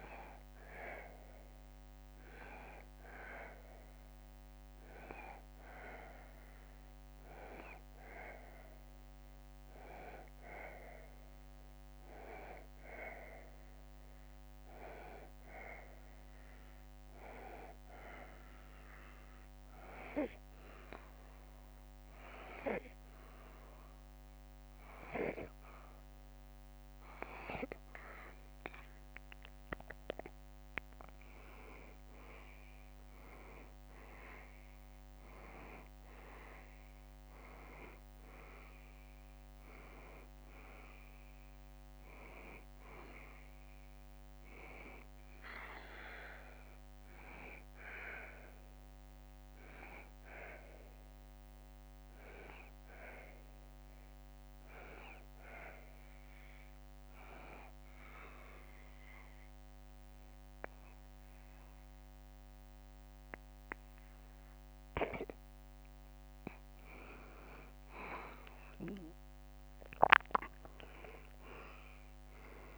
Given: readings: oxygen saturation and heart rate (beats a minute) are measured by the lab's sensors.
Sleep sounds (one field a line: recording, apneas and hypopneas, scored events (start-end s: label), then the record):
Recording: breathing in sleep by a microphone on the trachea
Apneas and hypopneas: 2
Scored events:
4.00-24.50 s: hypopnea (oxygen 95% before, 88% lowest, heart rate 74 before, 73 extreme, up 1 after)
31.00-36.50 s: arousal
36.00-49.00 s: oxygen desaturation (device-marked, oxygen 93% before, 89% lowest, heart rate 74 before, 71 extreme)
48.00-64.00 s: obstructive apnea (oxygen 93% before, 88% lowest, heart rate 76 before, 71 extreme, up 1 after)
66.00-70.50 s: arousal
From the record:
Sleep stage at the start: N2 (light sleep)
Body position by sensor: on the back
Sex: male